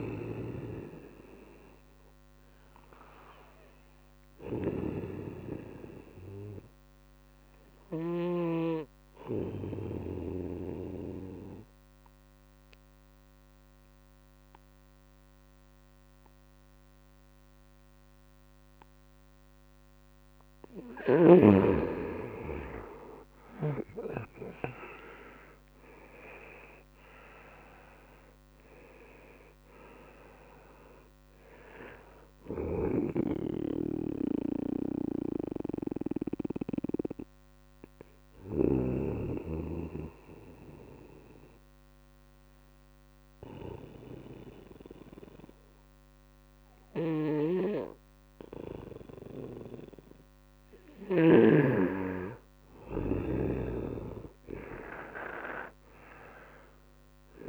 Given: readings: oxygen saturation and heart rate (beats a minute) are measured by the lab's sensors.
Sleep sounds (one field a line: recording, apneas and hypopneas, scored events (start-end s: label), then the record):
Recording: breathing in sleep by a microphone on the trachea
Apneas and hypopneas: 2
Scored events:
0.00-1.00 s: oxygen desaturation (device-marked, oxygen 93% lowest, heart rate 68 extreme)
4.00-19.50 s: obstructive apnea (oxygen 97% before, 89% lowest, heart rate 72 before, 68 extreme, up 3 after)
23.50-28.00 s: arousal
32.00-38.50 s: snoring (device-marked)
35.00-50.00 s: obstructive apnea (oxygen 96% before, 89% lowest, heart rate 71 before, 68 extreme, up 1 after)
46.50-51.00 s: snoring (device-marked)
47.00-57.49 s: oxygen desaturation (device-marked, oxygen 94% before, 89% lowest, heart rate 71 before, 68 extreme)
55.50-57.49 s: arousal
From the record:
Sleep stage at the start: N2 (light sleep)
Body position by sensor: on the right side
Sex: male